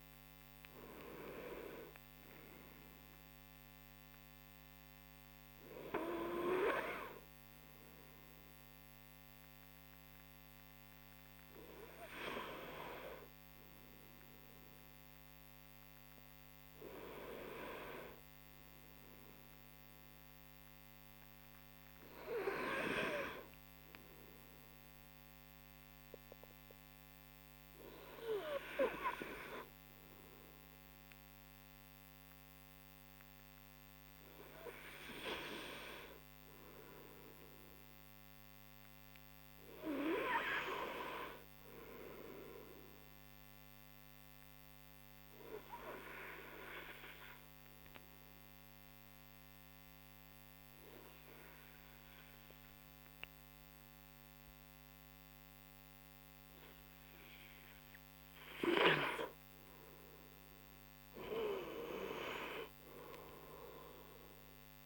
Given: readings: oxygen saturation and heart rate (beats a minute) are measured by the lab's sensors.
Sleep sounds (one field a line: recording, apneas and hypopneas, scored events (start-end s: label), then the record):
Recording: breathing in sleep by a microphone on the trachea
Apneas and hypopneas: 2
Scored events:
19.00-21.50 s: arousal
24.50-35.50 s: hypopnea (oxygen 99% before, 93% lowest)
36.50-39.00 s: arousal
43.00-58.00 s: obstructive apnea (oxygen 99% before, 93% lowest)
60.50-63.50 s: arousal
From the record:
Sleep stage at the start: N2 (light sleep)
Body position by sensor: on the right side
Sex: male